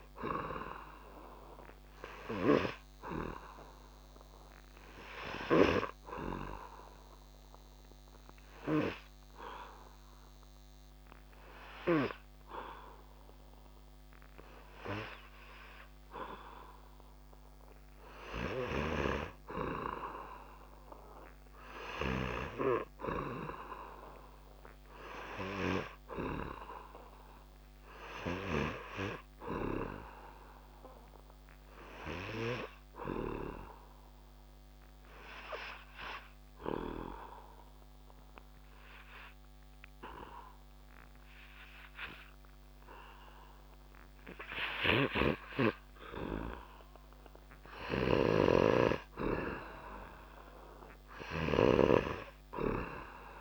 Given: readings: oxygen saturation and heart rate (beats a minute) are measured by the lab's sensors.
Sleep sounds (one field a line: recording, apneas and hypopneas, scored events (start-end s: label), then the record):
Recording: breathing in sleep by a microphone on the trachea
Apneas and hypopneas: 2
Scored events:
5.00-18.00 s: obstructive apnea (oxygen 99% before, 94% lowest)
11.00-27.00 s: oxygen desaturation (device-marked, oxygen 99% before, 95% lowest)
20.50-24.00 s: arousal
33.50-45.00 s: obstructive apnea (oxygen 99% before, 94% lowest)
47.50-51.00 s: snoring (device-marked)
48.00-51.00 s: arousal
From the record:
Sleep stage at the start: N2 (light sleep)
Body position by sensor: on the back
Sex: male